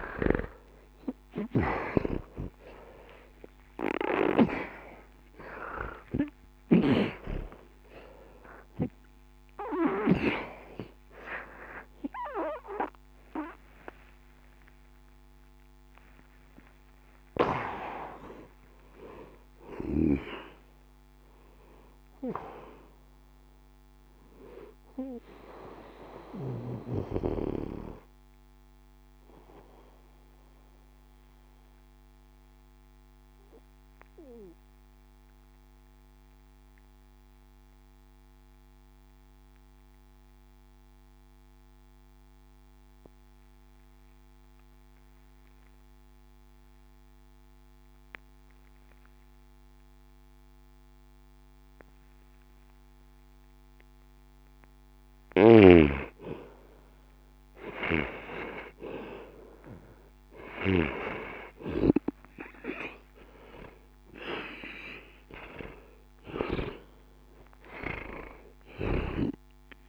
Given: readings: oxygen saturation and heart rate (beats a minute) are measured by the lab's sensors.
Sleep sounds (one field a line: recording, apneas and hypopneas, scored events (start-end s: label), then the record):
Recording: a person partly awake in a sleep study, by a microphone on the trachea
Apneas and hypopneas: 1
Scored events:
0.00-43.00 s: oxygen desaturation (device-marked, oxygen 79% lowest, heart rate 64 extreme)
27.00-69.89 s: new sleep stage, N1 (lightest sleep)
29.50-55.00 s: mixed apnea (oxygen 92% before, 79% lowest, heart rate 142 before, 63 extreme, up 0 after)
57.50-62.00 s: arousal
61.00-69.89 s: oxygen desaturation (device-marked, oxygen 99% before, 83% lowest, heart rate 64 before, 62 extreme)
From the record:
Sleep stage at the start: awake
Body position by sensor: on the right side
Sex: male